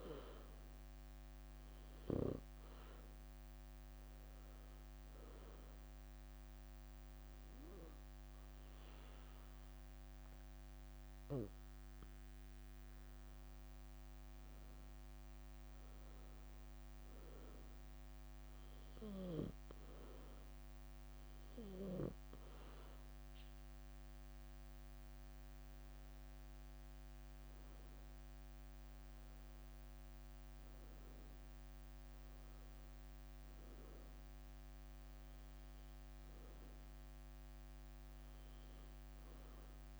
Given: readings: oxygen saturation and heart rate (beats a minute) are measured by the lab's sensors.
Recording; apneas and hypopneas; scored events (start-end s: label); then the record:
breathing in sleep by a microphone on the trachea; 2
0.00-15.00 s: oxygen desaturation (device-marked, oxygen 92% lowest, heart rate 66 extreme)
3.50-14.00 s: hypopnea (oxygen 97% before, 92% lowest, heart rate 70 before, 66 extreme, up 8 after)
4.50-5.50 s: leg movement (device-marked)
6.00-8.00 s: leg movement (device-marked)
8.00-38.00 s: new sleep stage, N1 (lightest sleep)
15.00-17.50 s: arousal
20.50-31.00 s: hypopnea (oxygen 97% before, 89% lowest, heart rate 70 before, 69 extreme, up 5 after)
26.00-29.50 s: leg movement (device-marked)
32.50-35.50 s: arousal
38.00-40.00 s: new sleep stage, N2 (light sleep)
From the record:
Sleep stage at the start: N2 (light sleep); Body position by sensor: on the back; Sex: female